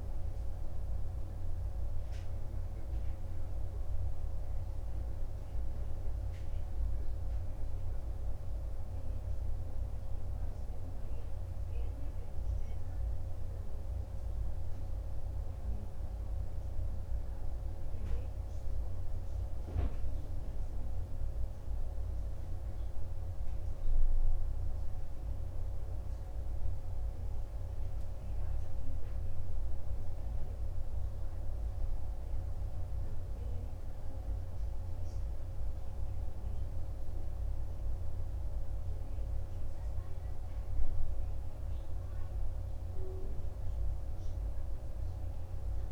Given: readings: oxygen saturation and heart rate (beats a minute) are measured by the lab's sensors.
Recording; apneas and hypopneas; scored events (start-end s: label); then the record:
breathing in sleep, hard to hear, by a room microphone; none
none scored
From the record:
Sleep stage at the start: N2 (light sleep); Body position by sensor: on the right side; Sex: male